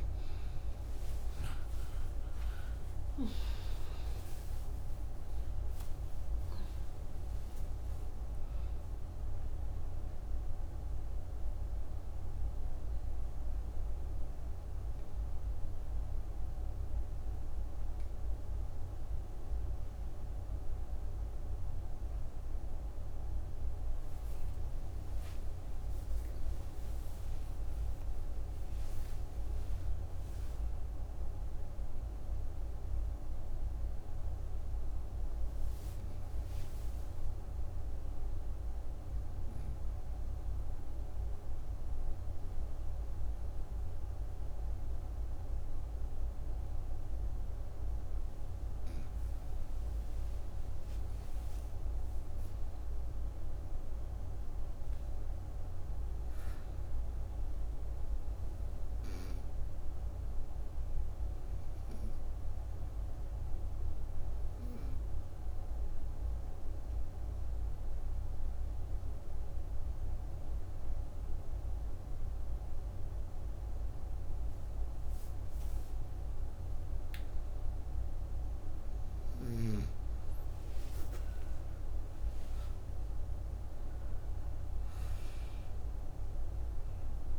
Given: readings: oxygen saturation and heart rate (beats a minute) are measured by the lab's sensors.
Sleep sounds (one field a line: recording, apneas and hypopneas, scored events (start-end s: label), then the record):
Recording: breathing in sleep, hard to hear, by a room microphone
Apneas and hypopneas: 2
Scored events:
0.00-17.50 s: oxygen desaturation (device-marked, oxygen 92% lowest)
1.50-7.00 s: arousal
11.50-23.00 s: obstructive apnea (oxygen 98% before, 91% lowest)
19.50-26.50 s: oxygen desaturation (device-marked, oxygen 95% before, 91% lowest)
25.00-29.50 s: arousal
49.50-54.00 s: arousal
62.00-75.50 s: obstructive apnea (oxygen 99% before, 95% lowest)
75.50-80.50 s: oxygen desaturation (device-marked, oxygen 98% before, 95% lowest, heart rate 109 before, 49 extreme)
80.50-87.39 s: arousal
From the record:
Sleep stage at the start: N2 (light sleep)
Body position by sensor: on the right side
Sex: female